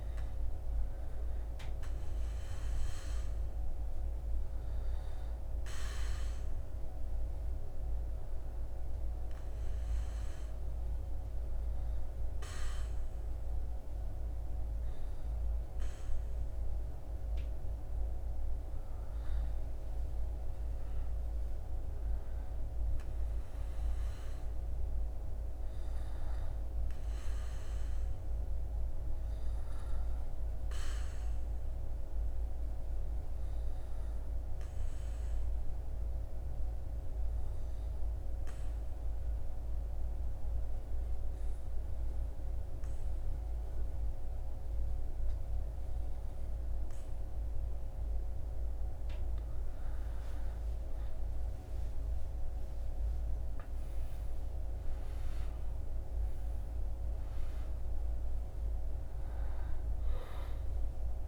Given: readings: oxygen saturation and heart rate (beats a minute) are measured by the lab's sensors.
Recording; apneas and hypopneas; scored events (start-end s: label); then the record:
breathing in sleep, hard to hear, by a room microphone; 1
0.00-1.00 s: arousal
31.00-46.50 s: obstructive apnea (oxygen 98% before, 95% lowest, heart rate 69 before, 61 extreme, up 43 after)
50.00-54.00 s: arousal
From the record:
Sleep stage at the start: N2 (light sleep); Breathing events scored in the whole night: 488 in 6.6 hours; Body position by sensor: on the back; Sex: male